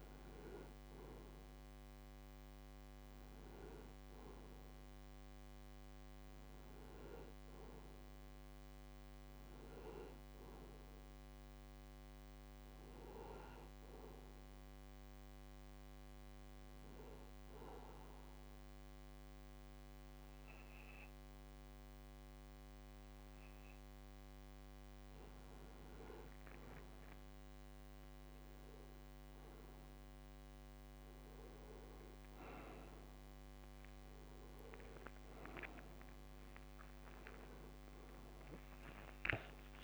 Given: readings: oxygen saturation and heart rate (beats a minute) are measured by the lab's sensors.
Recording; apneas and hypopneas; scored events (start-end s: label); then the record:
a person awake in a sleep study, by a microphone on the trachea; 1
10.00-24.50 s: hypopnea (oxygen 96% before, 92% lowest)
15.00-39.83 s: new sleep stage, awake
From the record:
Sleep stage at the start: N2 (light sleep); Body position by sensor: on the right side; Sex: male